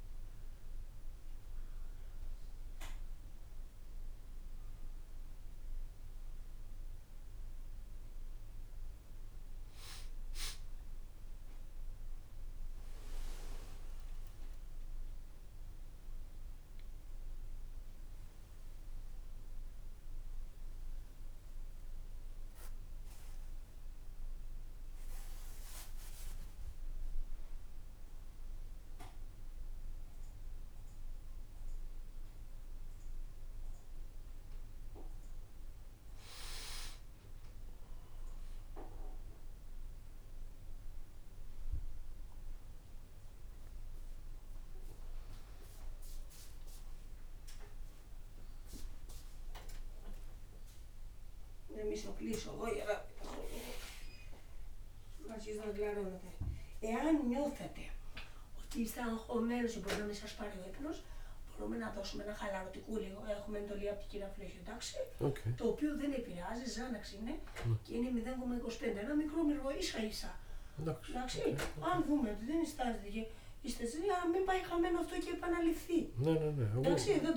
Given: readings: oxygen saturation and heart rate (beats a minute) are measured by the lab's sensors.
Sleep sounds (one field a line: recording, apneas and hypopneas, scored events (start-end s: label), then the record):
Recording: a person awake in a sleep study, by a room microphone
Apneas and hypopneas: none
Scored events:
none scored
From the record:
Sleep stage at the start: awake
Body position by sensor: on the back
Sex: male